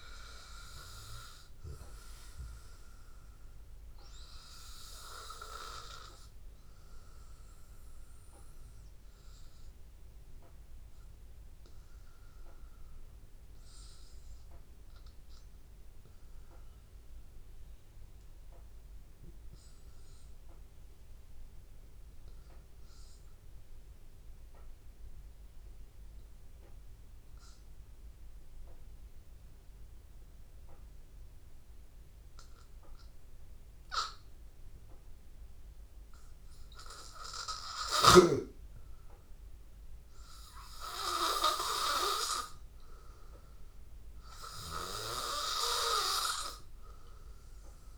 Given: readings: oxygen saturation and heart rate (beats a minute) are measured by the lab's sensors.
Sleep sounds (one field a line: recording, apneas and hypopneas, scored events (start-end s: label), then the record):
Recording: breathing in sleep by a room microphone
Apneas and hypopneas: 1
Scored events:
0.00-14.00 s: oxygen desaturation (device-marked, oxygen 94% lowest, heart rate 79 extreme)
6.00-37.50 s: obstructive apnea (oxygen 97% before, 94% lowest, heart rate 81 before, 79 extreme, up 2 after)
32.00-47.98 s: oxygen desaturation (device-marked, oxygen 99% before, 94% lowest, heart rate 81 before, 80 extreme)
39.50-44.00 s: arousal
From the record:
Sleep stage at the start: N2 (light sleep)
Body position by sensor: on the back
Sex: male